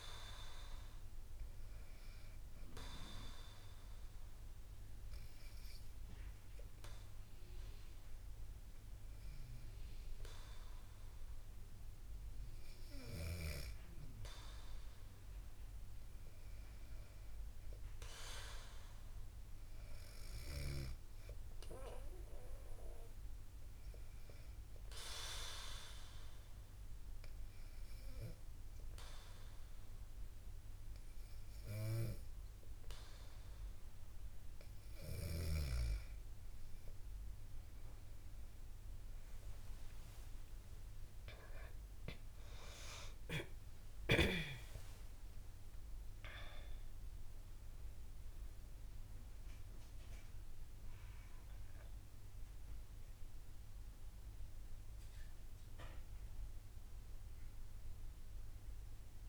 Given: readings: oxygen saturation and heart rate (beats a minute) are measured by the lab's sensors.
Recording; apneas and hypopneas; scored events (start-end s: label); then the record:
breathing in sleep by a room microphone; 1
24.00-34.00 s: obstructive apnea (oxygen 98% before, 94% lowest, heart rate 68 before, 67 extreme, up 5 after)
38.50-44.50 s: arousal
From the record:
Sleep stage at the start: N2 (light sleep); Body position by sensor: on the back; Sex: female